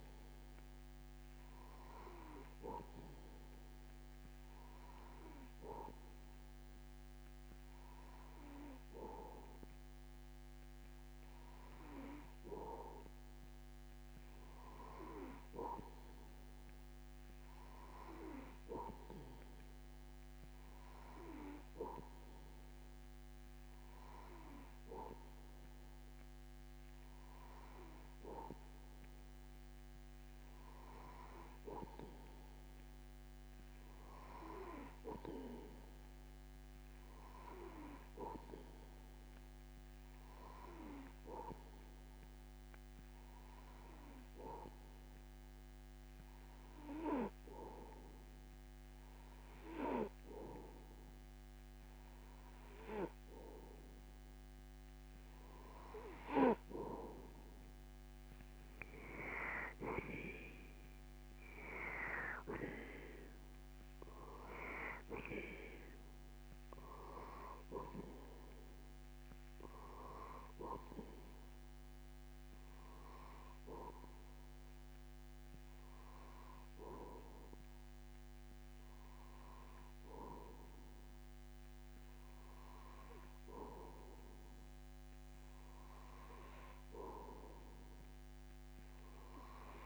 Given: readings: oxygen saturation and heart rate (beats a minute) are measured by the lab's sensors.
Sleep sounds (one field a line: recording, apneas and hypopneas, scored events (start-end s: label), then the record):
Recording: breathing in sleep by a microphone on the trachea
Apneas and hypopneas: none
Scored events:
none scored
From the record:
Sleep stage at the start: N2 (light sleep)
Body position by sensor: on the back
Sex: male